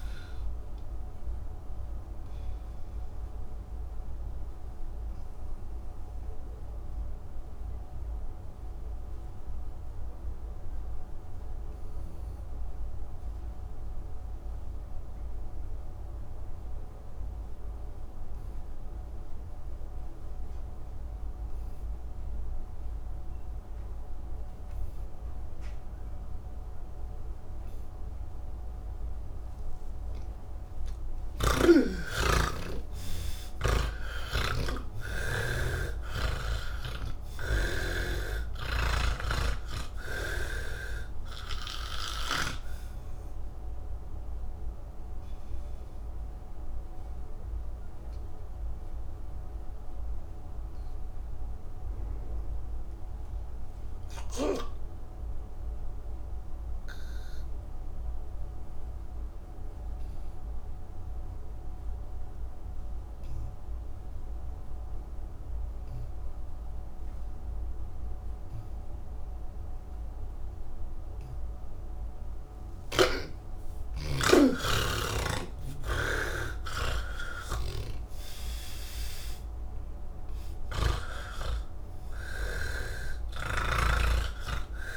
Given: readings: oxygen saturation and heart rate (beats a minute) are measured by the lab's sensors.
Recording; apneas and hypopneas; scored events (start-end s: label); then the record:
breathing in sleep by a room microphone; 2
0.00-13.50 s: oxygen desaturation (device-marked, oxygen 82% lowest, heart rate 67 extreme)
3.50-30.00 s: obstructive apnea (oxygen 99% before, 79% lowest, heart rate 166 before, 46 extreme, up 6 after)
20.50-58.50 s: oxygen desaturation (device-marked, oxygen 98% before, 79% lowest, heart rate 120 before, 30 extreme)
34.00-38.00 s: snoring (device-marked)
42.50-72.50 s: obstructive apnea (oxygen 98% before, 79% lowest, heart rate 137 before, 30 extreme)
67.50-84.97 s: oxygen desaturation (device-marked, oxygen 98% before, 79% lowest, heart rate 124 before, 53 extreme)
From the record:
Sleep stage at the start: N2 (light sleep); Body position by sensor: on the back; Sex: male